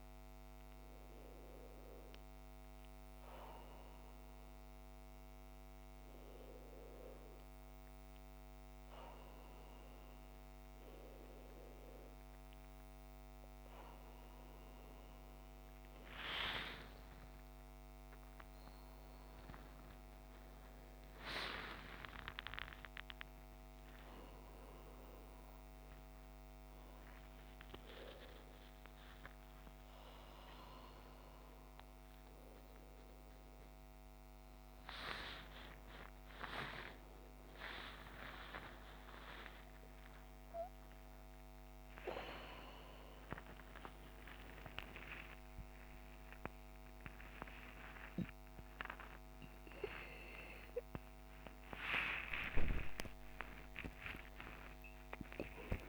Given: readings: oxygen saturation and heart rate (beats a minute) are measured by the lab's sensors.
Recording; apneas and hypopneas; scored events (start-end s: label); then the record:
a person awake in a sleep study, by a microphone on the trachea; none
none scored
From the record:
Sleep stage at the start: awake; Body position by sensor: upright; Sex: male